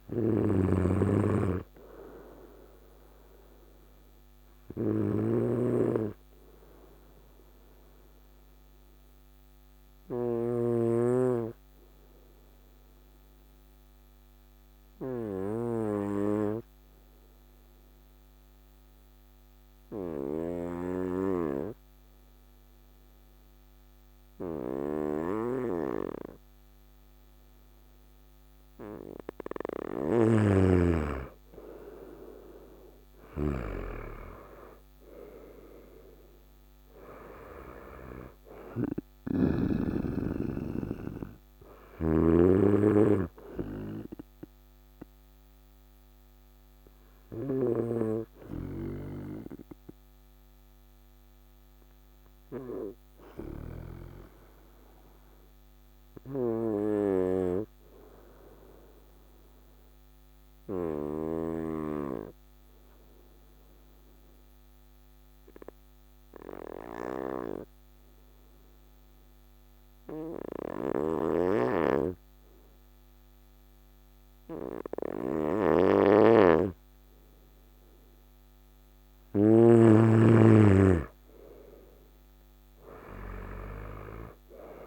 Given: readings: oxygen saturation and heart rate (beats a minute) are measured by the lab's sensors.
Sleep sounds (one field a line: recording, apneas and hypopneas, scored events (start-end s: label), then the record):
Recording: breathing in sleep by a microphone on the trachea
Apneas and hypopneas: 2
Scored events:
0.00-10.50 s: snoring (device-marked)
4.50-29.50 s: obstructive apnea (oxygen 97% before, 94% lowest, heart rate 61 before, 54 extreme, up 10 after)
29.50-47.50 s: snoring (device-marked)
31.50-35.50 s: arousal
33.50-42.50 s: oxygen desaturation (device-marked, oxygen 99% before, 96% lowest, heart rate 55 before, 54 extreme)
42.00-78.50 s: obstructive apnea (oxygen 99% before, 94% lowest, heart rate 59 before, 54 extreme, up 8 after)
44.50-62.50 s: oxygen desaturation (device-marked, oxygen 97% before, 94% lowest, heart rate 60 before, 54 extreme)
70.50-84.87 s: snoring (device-marked)
80.00-84.87 s: arousal
From the record:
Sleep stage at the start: N2 (light sleep)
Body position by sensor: on the right side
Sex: male